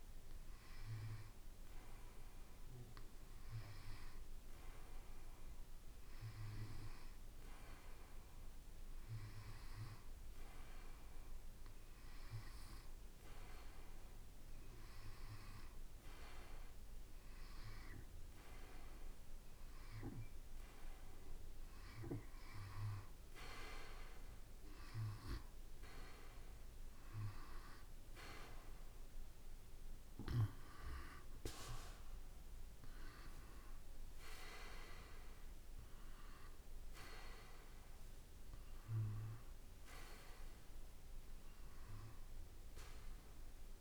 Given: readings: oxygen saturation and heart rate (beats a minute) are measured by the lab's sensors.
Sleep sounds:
breathing in sleep by a room microphone; none
38.00-42.50 s: arousal
From the record:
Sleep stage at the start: N2 (light sleep); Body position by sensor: on the back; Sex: male

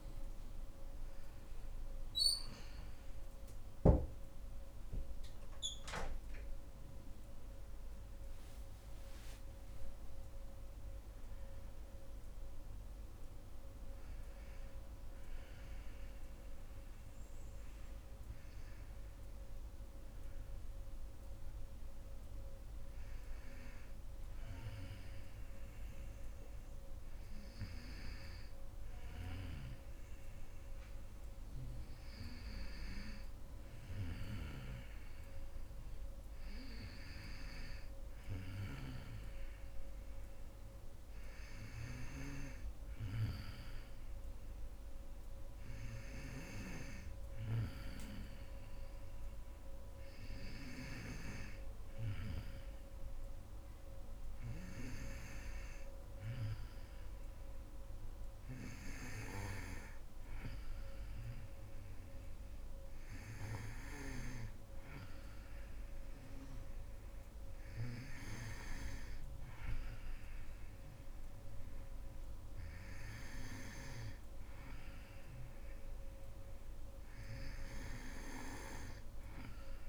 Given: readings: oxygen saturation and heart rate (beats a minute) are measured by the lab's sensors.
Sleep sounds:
breathing in sleep by a room microphone; none
none scored
From the record:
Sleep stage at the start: N2 (light sleep); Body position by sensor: on the back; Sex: female

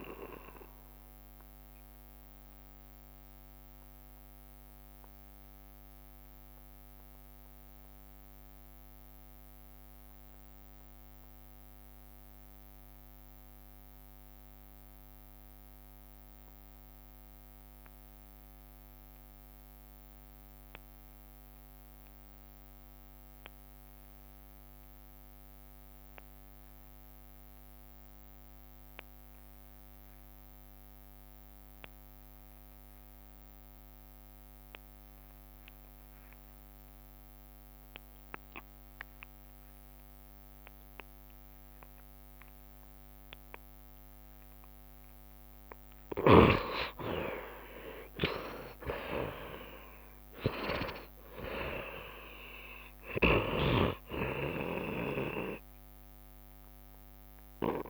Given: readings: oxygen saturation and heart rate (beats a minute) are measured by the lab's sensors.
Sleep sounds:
breathing in sleep by a microphone on the trachea; 1
0.00-19.00 s: oxygen desaturation (device-marked, oxygen 66% lowest, heart rate 67 extreme)
1.00-45.00 s: obstructive apnea (oxygen 79% before, 66% lowest, heart rate 75 before, 67 extreme, up 5 after)
21.00-57.90 s: oxygen desaturation (device-marked, oxygen 91% before, 66% lowest, heart rate 69 before, 67 extreme)
52.00-57.90 s: tachycardia (device-marked, heart rate 71 before, 116 extreme)
53.00-55.00 s: long interval between heartbeats (device-marked, heart rate 73 before, 86 extreme)
55.50-57.50 s: long interval between heartbeats (device-marked, heart rate 75 before, 103 extreme)
From the record:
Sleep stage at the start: N2 (light sleep); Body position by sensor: on the back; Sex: male

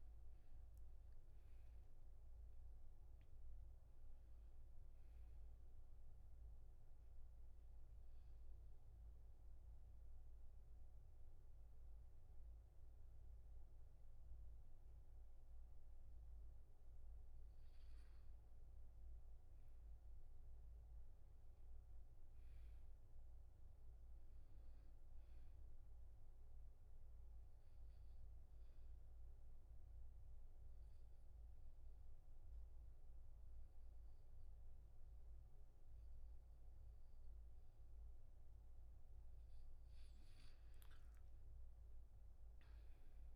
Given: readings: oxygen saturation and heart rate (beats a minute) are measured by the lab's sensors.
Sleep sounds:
breathing in sleep, hard to hear, by a room microphone; 2
1.00-4.50 s: arousal
8.50-19.00 s: obstructive apnea (oxygen 99% before, 90% lowest, heart rate 72 before, 66 extreme, up 6 after)
21.00-24.50 s: arousal
26.00-38.00 s: oxygen desaturation (device-marked, oxygen 97% before, 92% lowest, heart rate 71 before, 73 extreme)
28.00-39.00 s: obstructive apnea (oxygen 98% before, 90% lowest, heart rate 70 before, 73 extreme, up 7 after)
40.50-43.36 s: arousal
From the record:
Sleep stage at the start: N2 (light sleep); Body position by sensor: on the back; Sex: male

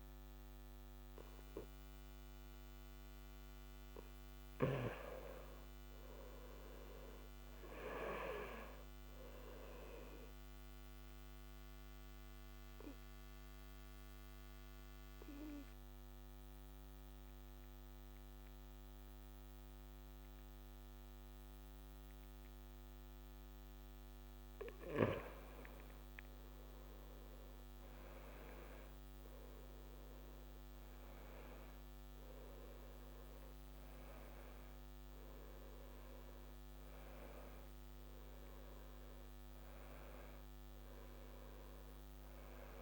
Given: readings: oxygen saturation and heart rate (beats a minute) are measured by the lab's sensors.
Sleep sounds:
breathing in sleep by a microphone on the trachea; 1
1.50-23.50 s: oxygen desaturation (device-marked, oxygen 97% before, 92% lowest, heart rate 70 before, 66 extreme)
11.00-23.50 s: obstructive apnea (oxygen 97% before, 89% lowest, heart rate 68 before, 67 extreme, up 6 after)
25.50-31.00 s: arousal
30.50-42.82 s: oxygen desaturation (device-marked, oxygen 95% before, 89% lowest, heart rate 69 before, 68 extreme)
From the record:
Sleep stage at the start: N2 (light sleep); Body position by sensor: on the back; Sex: male

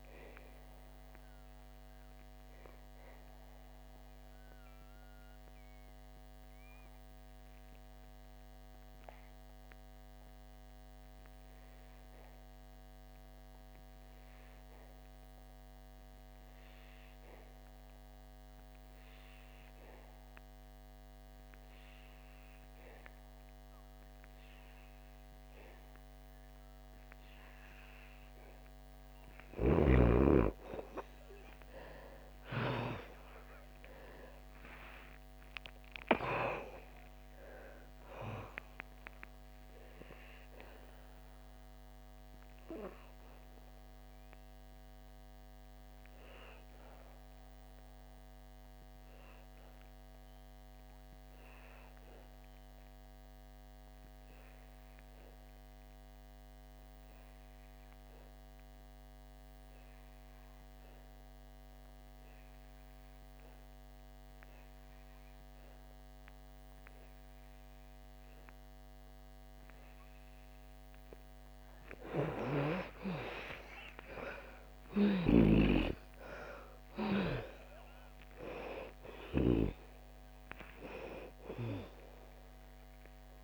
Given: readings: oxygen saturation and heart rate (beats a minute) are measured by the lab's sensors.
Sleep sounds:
breathing in sleep by a microphone on the trachea; 2
0.00-19.50 s: oxygen desaturation (device-marked, oxygen 81% lowest, heart rate 43 extreme)
0.50-28.00 s: obstructive apnea (oxygen 99% before, 80% lowest, heart rate 60 before, 43 extreme, up 1 after)
21.50-56.50 s: oxygen desaturation (device-marked, oxygen 98% before, 81% lowest, heart rate 69 before, 37 extreme)
31.50-37.50 s: arousal
41.00-70.50 s: obstructive apnea (oxygen 98% before, 78% lowest, heart rate 60 before, 37 extreme, up 30 after)
62.50-83.44 s: oxygen desaturation (device-marked, oxygen 98% before, 78% lowest, heart rate 64 before, 37 extreme)
72.50-77.00 s: arousal
75.00-79.50 s: snoring (device-marked)
From the record:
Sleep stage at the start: N2 (light sleep); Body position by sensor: on the back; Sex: female

